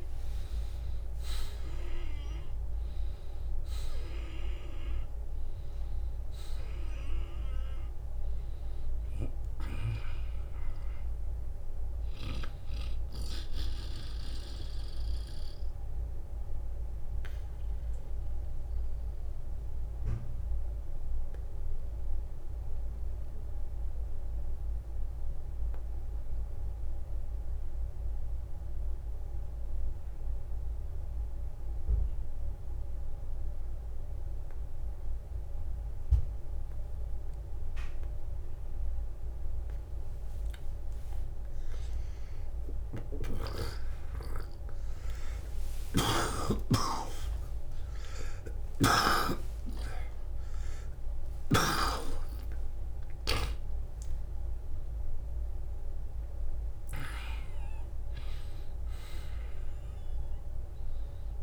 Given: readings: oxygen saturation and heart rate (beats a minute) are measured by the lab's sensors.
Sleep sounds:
breathing in sleep by a room microphone; 1
0.00-37.00 s: oxygen desaturation (device-marked, oxygen 79% lowest, heart rate 48 extreme)
15.50-39.50 s: obstructive apnea (oxygen 95% before, 79% lowest, heart rate 59 before, 48 extreme, up 21 after)
35.00-37.00 s: long interval between heartbeats (device-marked, heart rate 56 before, 54 extreme)
42.50-47.50 s: arousal
45.00-48.50 s: snoring (device-marked)
47.00-50.00 s: tachycardia (device-marked, heart rate 57 before, 89 extreme)
48.00-50.00 s: long interval between heartbeats (device-marked, heart rate 55 before, 80 extreme)
51.00-53.00 s: long interval between heartbeats (device-marked, heart rate 60 before, 103 extreme)
From the record:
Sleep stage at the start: N2 (light sleep); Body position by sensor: on the back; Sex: male

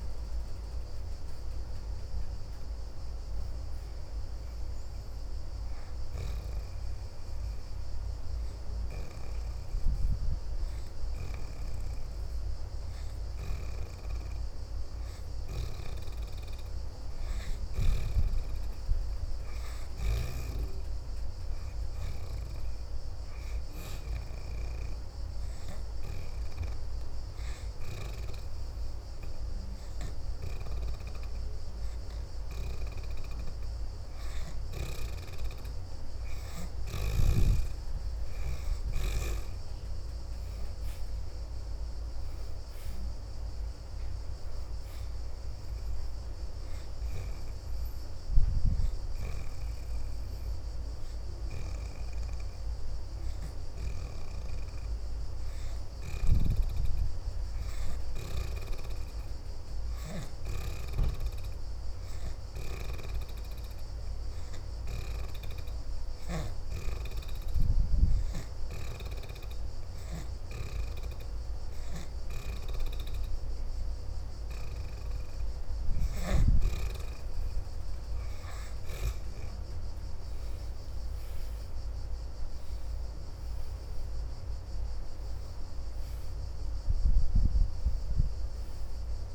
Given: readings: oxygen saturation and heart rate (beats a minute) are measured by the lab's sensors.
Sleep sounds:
breathing in sleep by a room microphone; 4
0.00-21.00 s: oxygen desaturation (device-marked, oxygen 65% lowest, heart rate 78 extreme)
6.00-16.50 s: hypopnea (oxygen 81% before, 63% lowest, heart rate 82 before, 78 extreme, up 3 after)
18.00-21.50 s: arousal
23.00-40.00 s: oxygen desaturation (device-marked, oxygen 81% before, 68% lowest, heart rate 81 before, 78 extreme)
23.50-34.00 s: hypopnea (oxygen 81% before, 63% lowest, heart rate 81 before, 79 extreme, up 0 after)
35.50-38.50 s: arousal
45.00-63.00 s: oxygen desaturation (device-marked, oxygen 73% before, 63% lowest, heart rate 82 before, 72 extreme)
46.00-56.00 s: hypopnea (oxygen 81% before, 60% lowest, heart rate 82 before, 72 extreme)
58.50-61.50 s: arousal
63.50-75.50 s: hypopnea (oxygen 73% before, 60% lowest, heart rate 81 before, 73 extreme, up 11 after)
74.00-89.35 s: oxygen desaturation (device-marked, oxygen 78% before, 60% lowest, heart rate 77 before, 77 extreme)
79.50-83.50 s: arousal
From the record:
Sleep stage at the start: N2 (light sleep); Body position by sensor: upright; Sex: female

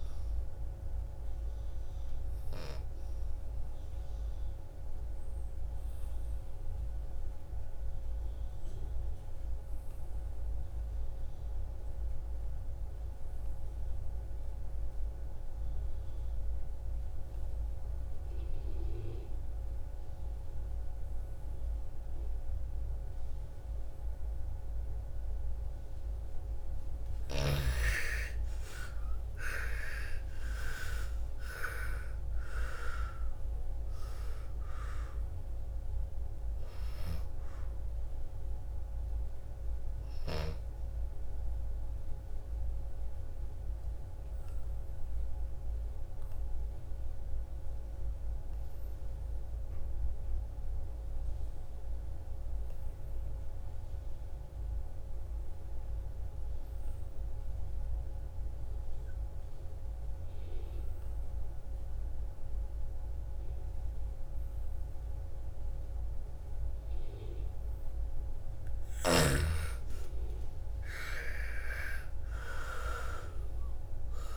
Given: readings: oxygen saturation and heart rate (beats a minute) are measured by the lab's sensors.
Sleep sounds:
breathing in sleep by a room microphone; 2
0.00-8.00 s: oxygen desaturation (device-marked, oxygen 90% lowest, heart rate 55 extreme)
2.50-25.00 s: obstructive apnea (oxygen 99% before, 79% lowest, heart rate 62 before, 55 extreme, up 15 after)
21.00-50.00 s: oxygen desaturation (device-marked, oxygen 98% before, 80% lowest, heart rate 59 before, 55 extreme)
27.50-31.50 s: arousal
42.00-68.00 s: obstructive apnea (oxygen 98% before, 79% lowest, heart rate 66 before, 55 extreme, up 16 after)
67.00-74.36 s: oxygen desaturation (device-marked, oxygen 98% before, 79% lowest, heart rate 59 before, 55 extreme)
70.00-74.00 s: arousal
From the record:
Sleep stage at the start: N2 (light sleep); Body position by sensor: on the back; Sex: female

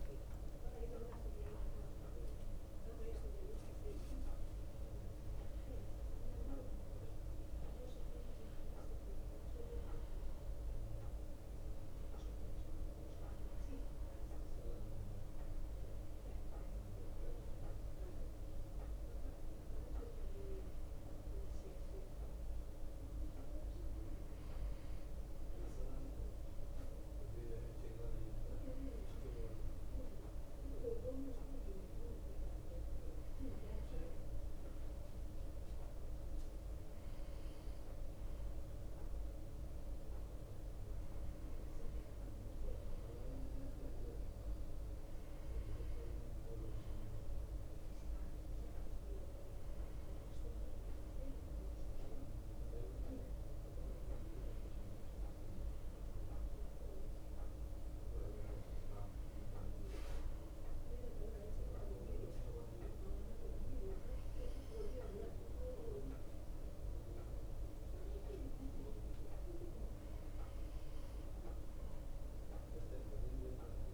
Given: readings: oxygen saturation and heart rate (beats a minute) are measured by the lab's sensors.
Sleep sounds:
breathing in sleep by a room microphone; none
0.00-1.50 s: arousal
34.50-73.94 s: new sleep stage, N2 (light sleep)
From the record:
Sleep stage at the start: N1 (lightest sleep); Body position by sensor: on the back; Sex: male

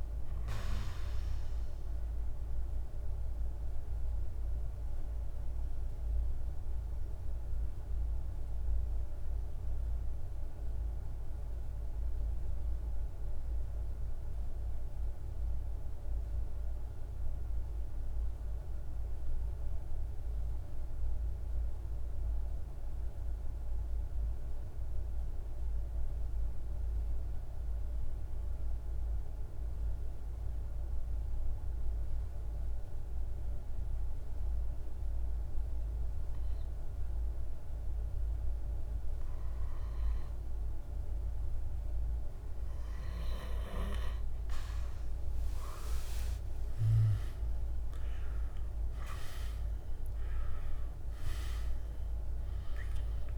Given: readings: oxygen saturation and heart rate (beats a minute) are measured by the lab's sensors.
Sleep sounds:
breathing in sleep by a room microphone; 1
0.00-14.50 s: oxygen desaturation (device-marked, oxygen 85% lowest, heart rate 28 extreme)
1.50-44.00 s: mixed apnea (oxygen 97% before, 85% lowest, heart rate 44 before, 28 extreme, up 12 after)
32.50-53.38 s: oxygen desaturation (device-marked, oxygen 100% before, 88% lowest, heart rate 50 before, 28 extreme)
44.50-49.50 s: arousal
From the record:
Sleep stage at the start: N2 (light sleep); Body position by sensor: on the back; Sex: male

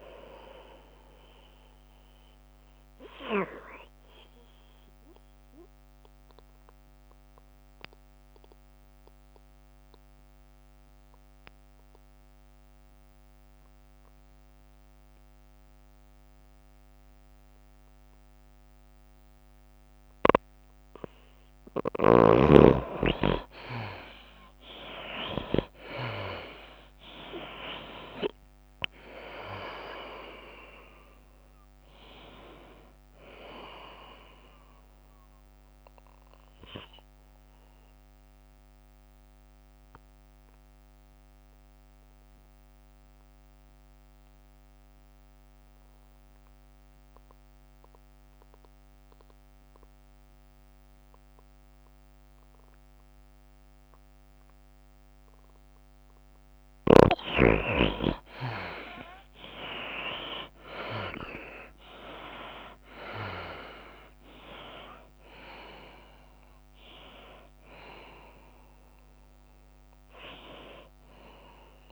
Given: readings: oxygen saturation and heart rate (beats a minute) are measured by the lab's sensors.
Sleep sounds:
breathing in sleep by a microphone on the trachea; 2
0.00-6.00 s: drop in pulse transit time (device-marked, heart rate 89 extreme)
0.00-16.00 s: oxygen desaturation (device-marked, oxygen 74% lowest, heart rate 86 extreme)
6.00-22.00 s: obstructive apnea (oxygen 97% before, 74% lowest, heart rate 96 before, 86 extreme, up 10 after)
18.00-56.00 s: oxygen desaturation (device-marked, oxygen 97% before, 77% lowest, heart rate 94 before, 89 extreme)
24.50-29.00 s: arousal
30.00-45.00 s: drop in pulse transit time (device-marked, heart rate 89 before, 94 extreme)
39.00-57.50 s: obstructive apnea (oxygen 97% before, 77% lowest, heart rate 94 before, 89 extreme, up 8 after)
42.00-44.00 s: long interval between heartbeats (device-marked, heart rate 95 before, 95 extreme)
58.00-71.92 s: oxygen desaturation (device-marked, oxygen 97% before, 77% lowest, heart rate 93 before, 89 extreme)
60.00-63.50 s: arousal
64.00-71.92 s: drop in pulse transit time (device-marked, heart rate 91 before, 94 extreme)
From the record:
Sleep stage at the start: N2 (light sleep); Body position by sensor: on the back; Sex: female

